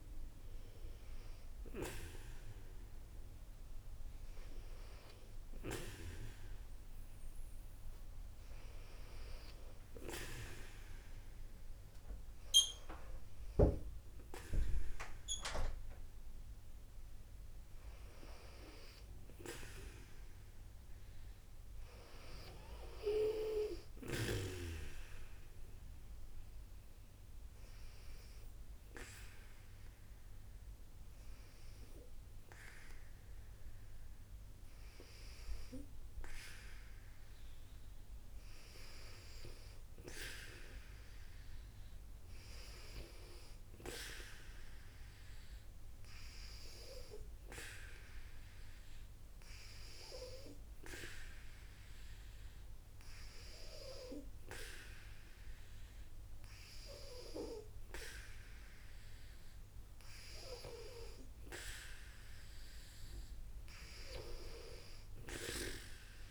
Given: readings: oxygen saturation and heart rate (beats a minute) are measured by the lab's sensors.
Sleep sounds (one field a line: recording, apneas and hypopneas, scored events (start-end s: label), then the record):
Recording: breathing in sleep by a room microphone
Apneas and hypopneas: 1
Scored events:
27.00-37.00 s: hypopnea (oxygen 95% before, 94% lowest, heart rate 61 before, 61 extreme, up 3 after)
39.00-43.50 s: arousal
51.50-66.31 s: new sleep stage, N2 (light sleep)
From the record:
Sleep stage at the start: N1 (lightest sleep)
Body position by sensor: on the back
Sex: female